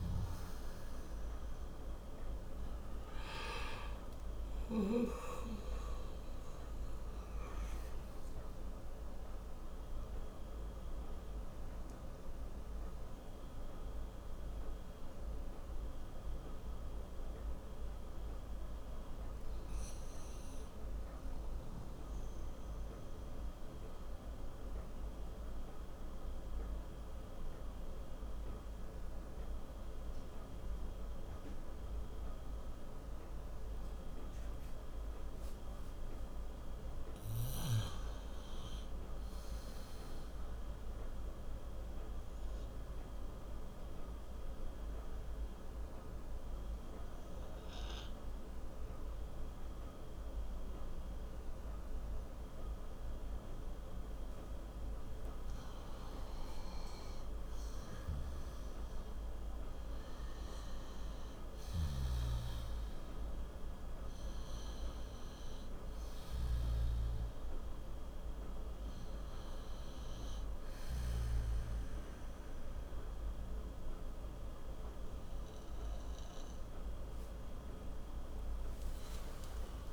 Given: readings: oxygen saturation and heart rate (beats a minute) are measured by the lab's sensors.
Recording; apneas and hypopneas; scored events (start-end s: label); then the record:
a person partly awake in a sleep study, hard to hear, by a room microphone; 2
0.00-3.50 s: oxygen desaturation (device-marked, oxygen 89% lowest)
10.50-20.50 s: oxygen desaturation (device-marked, oxygen 93% before, 90% lowest, heart rate 72 before, 28 extreme)
13.50-79.93 s: new sleep stage, N2 (light sleep)
22.50-36.00 s: mixed apnea (oxygen 98% before, 92% lowest, heart rate 33 before, 58 extreme, up 11 after)
37.50-40.50 s: arousal
42.50-59.50 s: oxygen desaturation (device-marked, oxygen 98% before, 93% lowest, heart rate 60 before, 58 extreme)
43.00-56.00 s: obstructive apnea (oxygen 99% before, 92% lowest, heart rate 60 before, 58 extreme, up 4 after)
57.00-61.50 s: arousal
62.00-67.00 s: snoring (device-marked)
From the record:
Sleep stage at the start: awake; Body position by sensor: on the left side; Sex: male